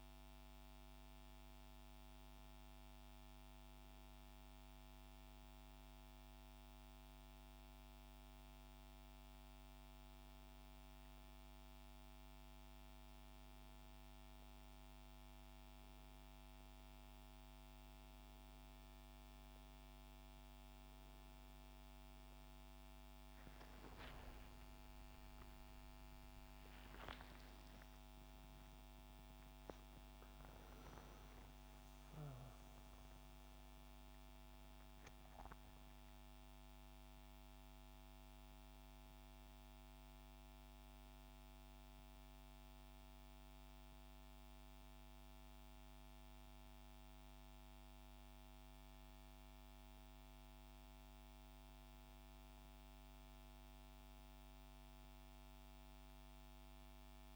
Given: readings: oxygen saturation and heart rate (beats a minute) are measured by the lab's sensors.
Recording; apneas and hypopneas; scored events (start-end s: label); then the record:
breathing in sleep, hard to hear, by a microphone on the trachea; 1
24.50-30.00 s: arousal
40.50-52.50 s: central apnea (oxygen 98% before, 92% lowest, heart rate 78 before, 65 extreme, up 3 after)
52.00-57.36 s: new sleep stage, N2 (light sleep)
53.50-56.50 s: arousal
From the record:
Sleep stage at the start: N1 (lightest sleep); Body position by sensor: on the back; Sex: male